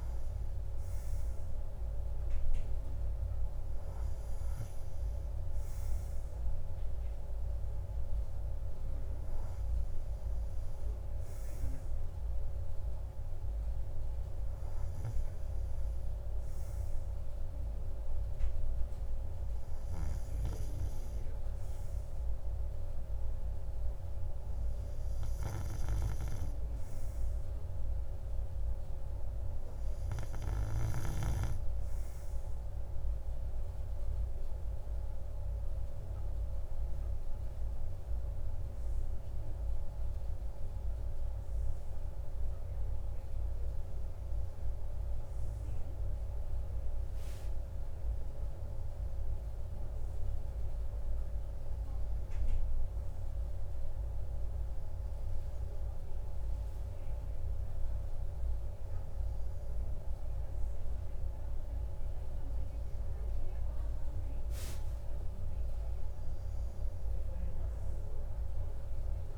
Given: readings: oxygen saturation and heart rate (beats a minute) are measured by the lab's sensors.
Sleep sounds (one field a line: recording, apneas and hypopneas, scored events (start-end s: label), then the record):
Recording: breathing in sleep, hard to hear, by a room microphone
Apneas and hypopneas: none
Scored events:
40.50-69.38 s: new sleep stage, REM sleep
From the record:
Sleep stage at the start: N2 (light sleep)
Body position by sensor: on the right side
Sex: male